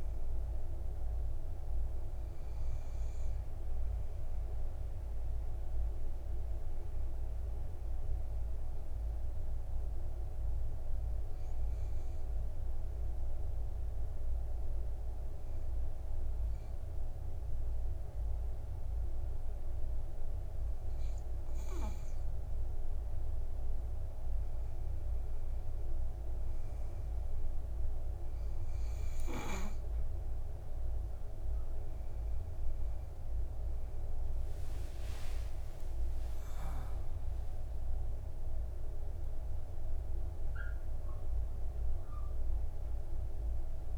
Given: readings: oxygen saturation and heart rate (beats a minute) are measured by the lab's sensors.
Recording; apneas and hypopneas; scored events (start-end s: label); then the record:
breathing in sleep, hard to hear, by a room microphone; 1
1.00-21.00 s: oxygen desaturation (device-marked, oxygen 99% before, 95% lowest, heart rate 58 before, 54 extreme)
11.00-23.00 s: obstructive apnea (oxygen 99% before, 93% lowest, heart rate 59 before, 54 extreme, up 10 after)
32.00-43.98 s: oxygen desaturation (device-marked, oxygen 98% before, 93% lowest, heart rate 58 before, 53 extreme)
32.50-36.50 s: arousal
36.50-38.50 s: long interval between heartbeats (device-marked, heart rate 58 before, 85 extreme)
From the record:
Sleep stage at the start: N2 (light sleep); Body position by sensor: on the back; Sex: male